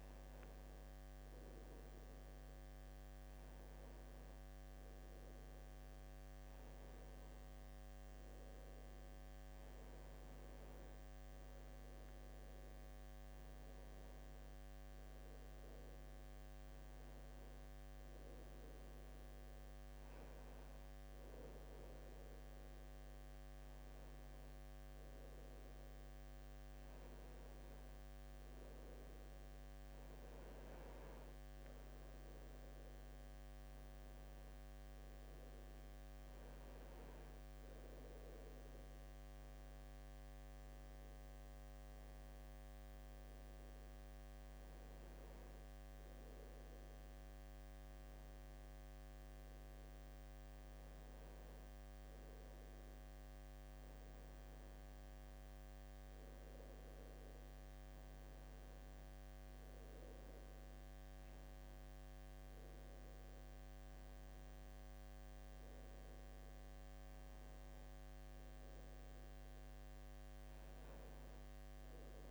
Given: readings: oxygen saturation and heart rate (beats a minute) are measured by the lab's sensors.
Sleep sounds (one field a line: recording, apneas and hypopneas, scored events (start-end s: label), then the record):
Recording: breathing in sleep, hard to hear, by a microphone on the trachea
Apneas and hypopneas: none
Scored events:
none scored
From the record:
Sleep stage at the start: N2 (light sleep)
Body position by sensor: on the left side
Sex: male